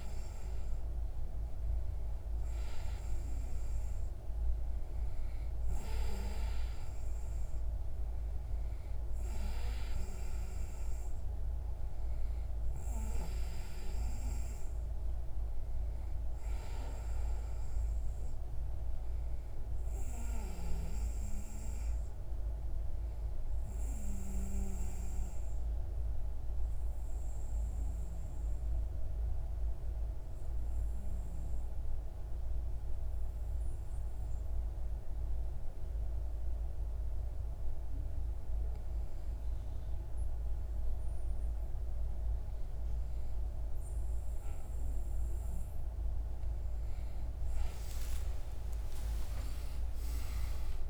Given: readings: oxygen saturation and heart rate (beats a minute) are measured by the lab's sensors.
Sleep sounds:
breathing in sleep by a room microphone; 1
0.00-3.00 s: arousal
23.50-42.00 s: obstructive apnea (oxygen 96% before, 93% lowest)
47.00-50.90 s: arousal
48.00-50.90 s: oxygen desaturation (device-marked, oxygen 96% before, 93% lowest)
From the record:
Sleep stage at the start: N2 (light sleep); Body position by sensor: on the right side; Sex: male

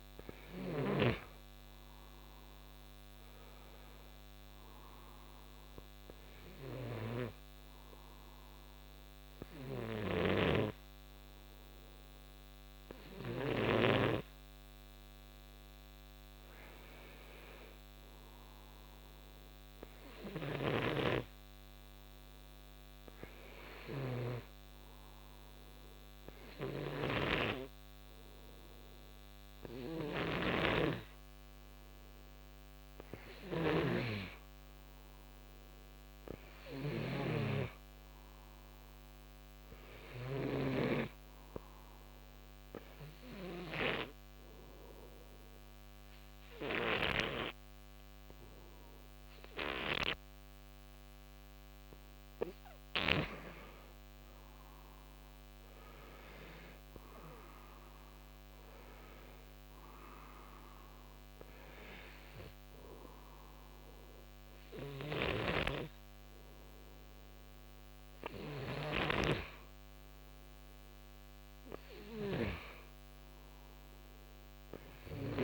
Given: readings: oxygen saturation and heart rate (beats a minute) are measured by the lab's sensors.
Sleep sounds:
breathing in sleep by a microphone on the trachea; none
0.00-1.00 s: snoring (device-marked)
9.50-13.50 s: snoring (device-marked)
20.00-40.50 s: snoring (device-marked)
72.00-75.44 s: snoring (device-marked)
From the record:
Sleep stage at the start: N2 (light sleep); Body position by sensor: on the right side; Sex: male

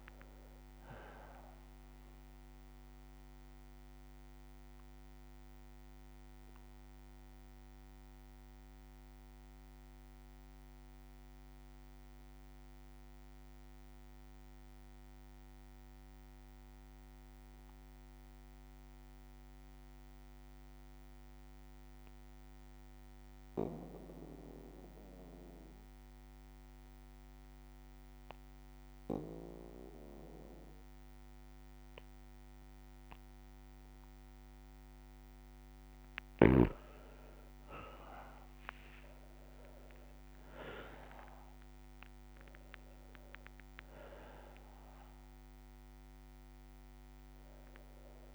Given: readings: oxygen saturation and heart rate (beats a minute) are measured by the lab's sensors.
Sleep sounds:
breathing in sleep by a microphone on the trachea; 1
0.00-17.50 s: oxygen desaturation (device-marked, oxygen 91% lowest, heart rate 57 extreme)
2.50-33.00 s: obstructive apnea (oxygen 99% before, 91% lowest, heart rate 61 before, 57 extreme, up 13 after)
3.50-23.50 s: bradycardia (device-marked, heart rate 61 before, 57 extreme)
30.50-33.50 s: bradycardia (device-marked, heart rate 61 before, 60 extreme)
31.50-48.35 s: oxygen desaturation (device-marked, oxygen 99% before, 92% lowest, heart rate 58 before, 57 extreme)
36.50-42.00 s: arousal
37.50-39.50 s: long interval between heartbeats (device-marked, heart rate 59 before, 68 extreme)
From the record:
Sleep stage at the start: N2 (light sleep); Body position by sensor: on the back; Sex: male

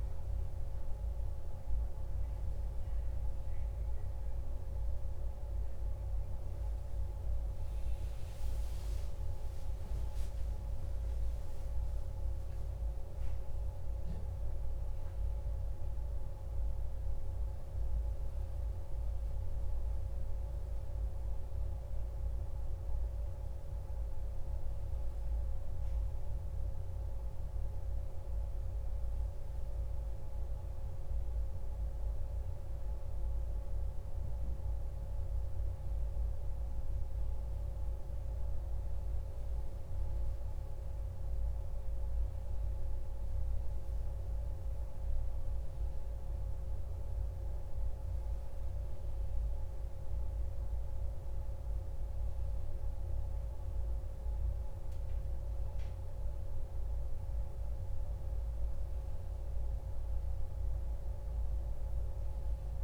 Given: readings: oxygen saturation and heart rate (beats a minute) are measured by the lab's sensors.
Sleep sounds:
a person awake in a sleep study, hard to hear, by a room microphone; none
none scored
From the record:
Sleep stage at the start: awake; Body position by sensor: on the back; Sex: male

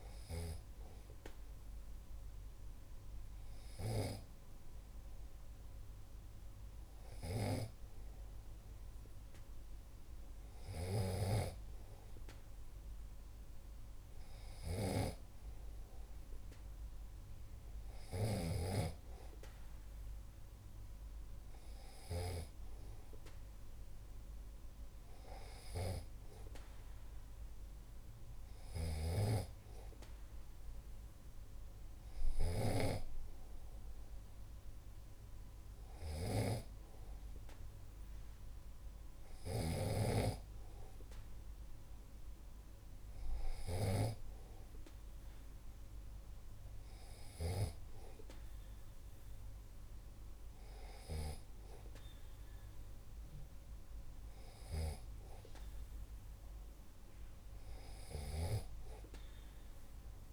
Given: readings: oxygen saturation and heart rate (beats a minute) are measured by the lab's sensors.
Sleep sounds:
breathing in sleep by a room microphone; none
18.00-22.50 s: snoring (device-marked)
29.00-44.00 s: snoring (device-marked)
From the record:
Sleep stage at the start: N2 (light sleep); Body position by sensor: on the back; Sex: male

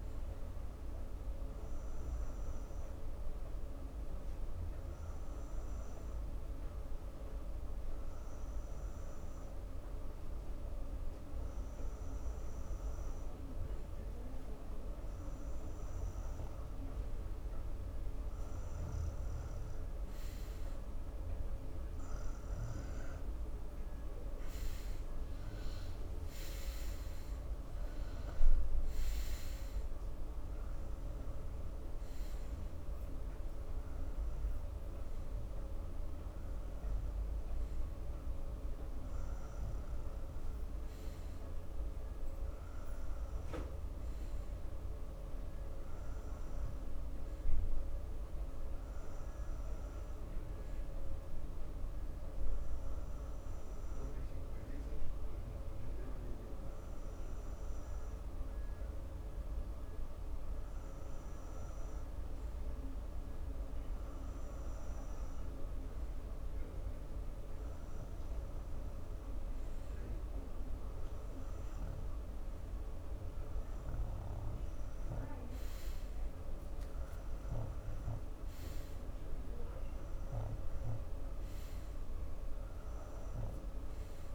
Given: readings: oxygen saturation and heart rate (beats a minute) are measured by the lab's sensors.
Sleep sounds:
breathing in sleep, hard to hear, by a room microphone; 2
0.00-2.00 s: oxygen desaturation (device-marked, oxygen 92% lowest)
1.50-17.50 s: hypopnea (oxygen 96% before, 92% lowest)
47.50-49.50 s: arousal
52.00-71.50 s: hypopnea (oxygen 95% before, 91% lowest)
73.50-76.50 s: arousal
From the record:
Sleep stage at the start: N2 (light sleep); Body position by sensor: on the front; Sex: male

